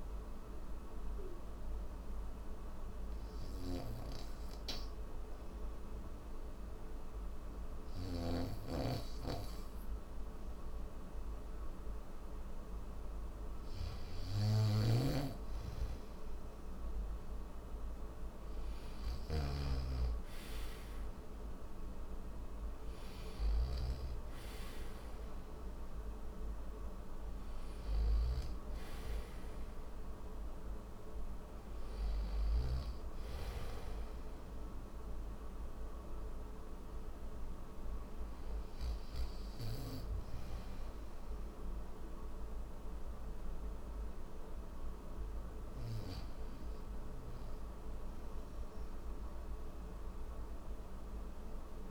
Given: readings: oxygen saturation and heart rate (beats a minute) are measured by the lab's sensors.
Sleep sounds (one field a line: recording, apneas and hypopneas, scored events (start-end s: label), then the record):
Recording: breathing in sleep by a room microphone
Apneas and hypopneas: none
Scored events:
0.00-39.50 s: oxygen desaturation (device-marked, oxygen 82% lowest, heart rate 64 extreme)
14.00-38.50 s: snoring (device-marked)
From the record:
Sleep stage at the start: N3 (deep sleep)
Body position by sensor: on the back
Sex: male